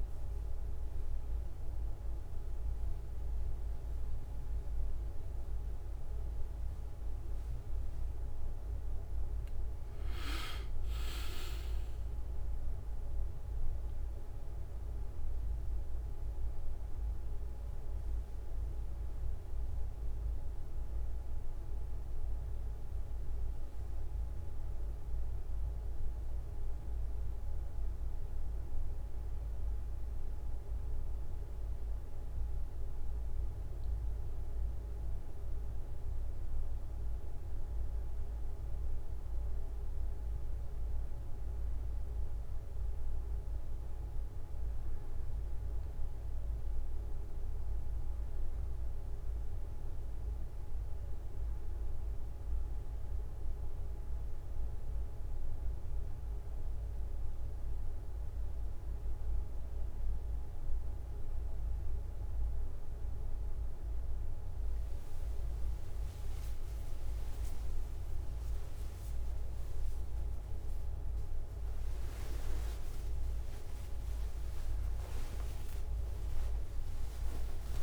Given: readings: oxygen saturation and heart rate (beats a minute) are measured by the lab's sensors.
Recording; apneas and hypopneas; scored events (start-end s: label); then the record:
breathing in sleep, hard to hear, by a room microphone; none
6.50-8.50 s: long interval between heartbeats (device-marked, heart rate 39 before, 27 extreme)
7.00-12.00 s: arousal
18.50-20.50 s: long interval between heartbeats (device-marked)
22.00-24.00 s: long interval between heartbeats (device-marked)
27.50-29.50 s: long interval between heartbeats (device-marked)
36.50-38.50 s: long interval between heartbeats (device-marked)
47.50-49.50 s: long interval between heartbeats (device-marked, heart rate 39 before, 47 extreme)
53.00-55.00 s: long interval between heartbeats (device-marked, heart rate 41 before, 28 extreme)
63.50-65.50 s: long interval between heartbeats (device-marked)
65.50-67.50 s: long interval between heartbeats (device-marked, heart rate 30 before, 37 extreme)
75.50-77.50 s: long interval between heartbeats (device-marked, heart rate 32 before, 57 extreme)
From the record:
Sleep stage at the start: N1 (lightest sleep); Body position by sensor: on the back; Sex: male